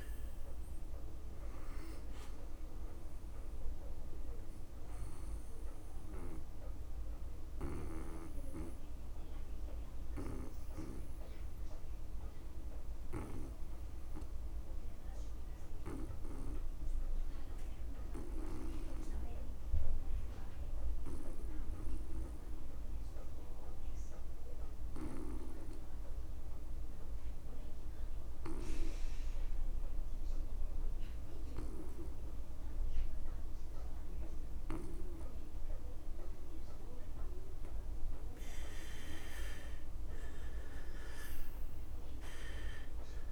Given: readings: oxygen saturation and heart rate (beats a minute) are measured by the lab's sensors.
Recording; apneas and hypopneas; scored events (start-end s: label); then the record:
breathing in sleep by a room microphone; 1
0.00-19.50 s: oxygen desaturation (device-marked, oxygen 86% lowest)
5.50-37.50 s: obstructive apnea (oxygen 99% before, 79% lowest)
31.50-43.32 s: oxygen desaturation (device-marked, oxygen 97% before, 79% lowest)
39.00-43.00 s: arousal
From the record:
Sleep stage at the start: N2 (light sleep); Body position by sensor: on the back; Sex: male